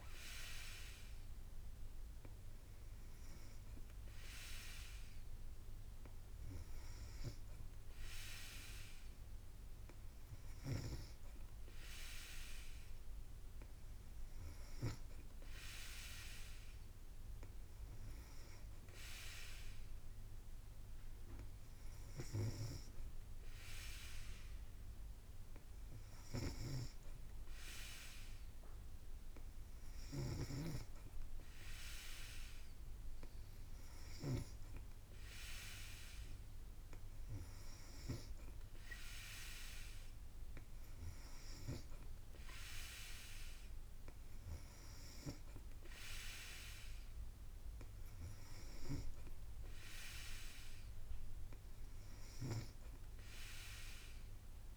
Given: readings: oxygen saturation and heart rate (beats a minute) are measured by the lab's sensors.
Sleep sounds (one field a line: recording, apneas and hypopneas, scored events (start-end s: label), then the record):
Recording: breathing in sleep by a room microphone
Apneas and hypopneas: none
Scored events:
26.50-34.50 s: snoring (device-marked)
50.00-52.00 s: long interval between heartbeats (device-marked, heart rate 57 before, 67 extreme)
From the record:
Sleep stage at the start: N3 (deep sleep)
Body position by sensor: on the back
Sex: female